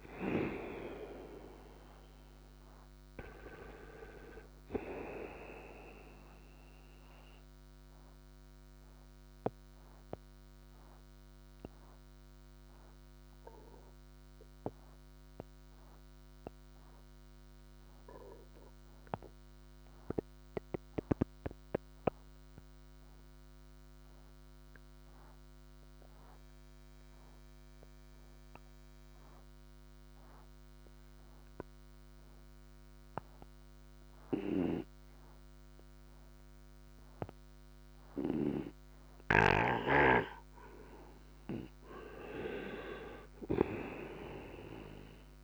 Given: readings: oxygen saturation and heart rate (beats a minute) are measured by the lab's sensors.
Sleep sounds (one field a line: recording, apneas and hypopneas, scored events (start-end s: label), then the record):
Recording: breathing in sleep by a microphone on the trachea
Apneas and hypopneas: 1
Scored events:
0.00-21.50 s: oxygen desaturation (device-marked, oxygen 89% lowest, heart rate 58 extreme)
7.00-41.00 s: obstructive apnea (oxygen 98% before, 88% lowest, heart rate 75 before, 58 extreme, up 6 after)
37.50-45.44 s: oxygen desaturation (device-marked, oxygen 98% before, 88% lowest, heart rate 59 before, 58 extreme)
43.50-45.44 s: arousal
From the record:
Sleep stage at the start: N2 (light sleep)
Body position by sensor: on the right side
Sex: male